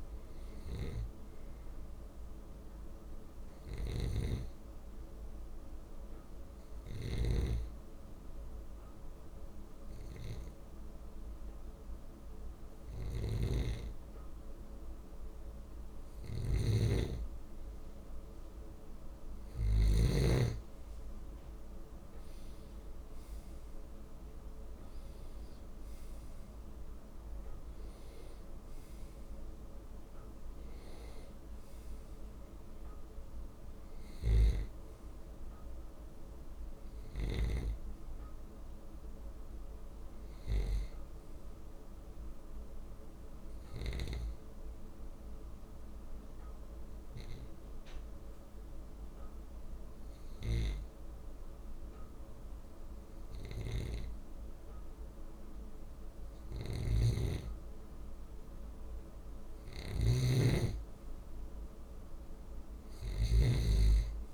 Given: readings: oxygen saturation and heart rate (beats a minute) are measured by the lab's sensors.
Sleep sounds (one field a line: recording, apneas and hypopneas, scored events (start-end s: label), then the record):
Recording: breathing in sleep by a room microphone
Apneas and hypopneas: 2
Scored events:
0.00-19.50 s: snoring (device-marked)
4.00-17.50 s: hypopnea (oxygen 99% before, 92% lowest)
21.00-25.00 s: arousal
44.50-55.50 s: obstructive apnea (oxygen 94% before, 92% lowest)
56.00-63.00 s: snoring (device-marked)
58.50-62.00 s: arousal
From the record:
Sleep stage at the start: N2 (light sleep)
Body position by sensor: on the left side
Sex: male